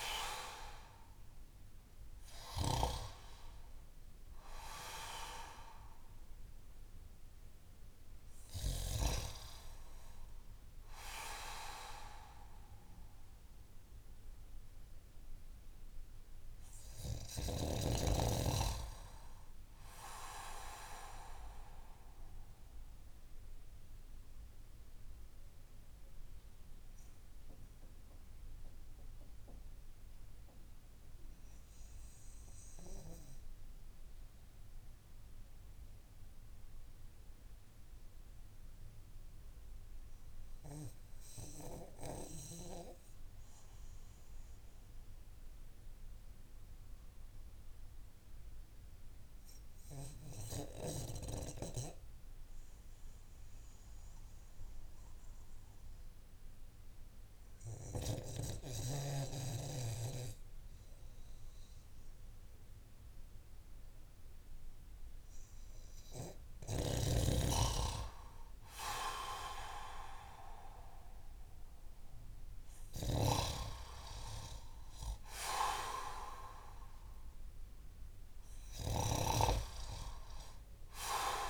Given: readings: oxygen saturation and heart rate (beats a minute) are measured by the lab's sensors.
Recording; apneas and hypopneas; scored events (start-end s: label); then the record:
breathing in sleep by a room microphone; 1
0.00-3.50 s: arousal
0.00-8.50 s: snoring (device-marked)
0.00-9.50 s: oxygen desaturation (device-marked, oxygen 84% lowest)
21.50-64.50 s: obstructive apnea (oxygen 89% before, 85% lowest)
57.50-81.50 s: oxygen desaturation (device-marked, oxygen 98% before, 91% lowest)
67.00-71.50 s: arousal
72.50-79.00 s: snoring (device-marked)
From the record:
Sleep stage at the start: REM sleep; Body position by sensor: on the back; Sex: male